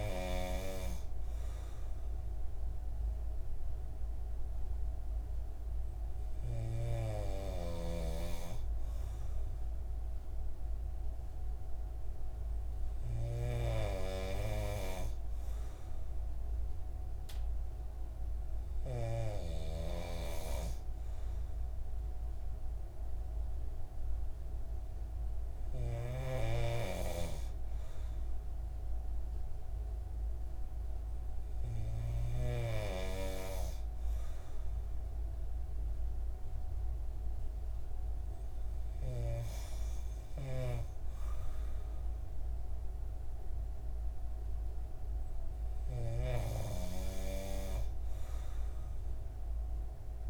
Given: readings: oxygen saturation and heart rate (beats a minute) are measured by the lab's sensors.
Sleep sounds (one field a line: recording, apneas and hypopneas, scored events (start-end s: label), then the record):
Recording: breathing in sleep by a room microphone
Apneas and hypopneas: none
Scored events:
none scored
From the record:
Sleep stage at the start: N3 (deep sleep)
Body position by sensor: on the right side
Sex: male